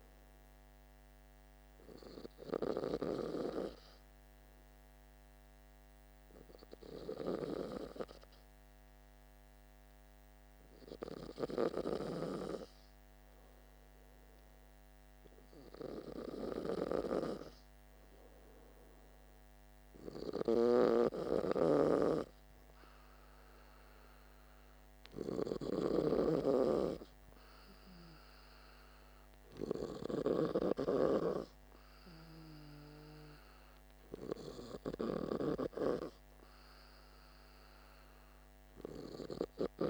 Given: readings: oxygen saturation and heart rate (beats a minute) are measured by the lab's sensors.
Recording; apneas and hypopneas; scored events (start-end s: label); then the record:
breathing in sleep by a microphone on the trachea; none
20.00-35.00 s: snoring (device-marked)
From the record:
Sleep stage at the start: N2 (light sleep); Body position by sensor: on the back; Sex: male